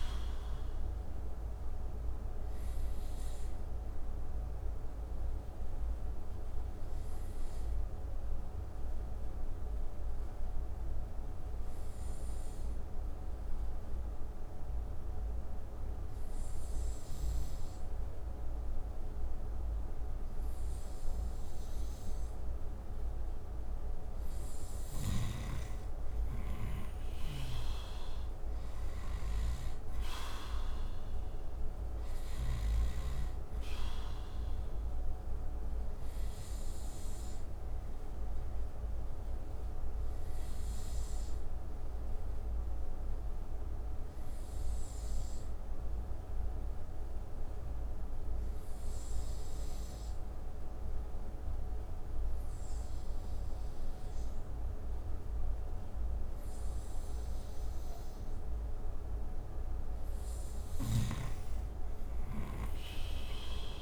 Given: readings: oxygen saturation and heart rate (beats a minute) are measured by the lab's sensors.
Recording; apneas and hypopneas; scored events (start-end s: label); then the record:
breathing in sleep, hard to hear, by a room microphone; 2
0.00-18.00 s: oxygen desaturation (device-marked, oxygen 89% lowest)
2.00-21.50 s: obstructive apnea (oxygen 95% before, 88% lowest)
23.50-27.00 s: arousal
26.50-32.00 s: snoring (device-marked)
30.00-48.00 s: oxygen desaturation (device-marked, oxygen 97% before, 90% lowest)
36.50-58.50 s: obstructive apnea (oxygen 97% before, 88% lowest)
60.00-63.81 s: snoring (device-marked)
61.00-63.81 s: arousal
62.00-63.81 s: oxygen desaturation (device-marked, oxygen 95% before, 88% lowest)
From the record:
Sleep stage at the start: N2 (light sleep); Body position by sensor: on the right side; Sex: male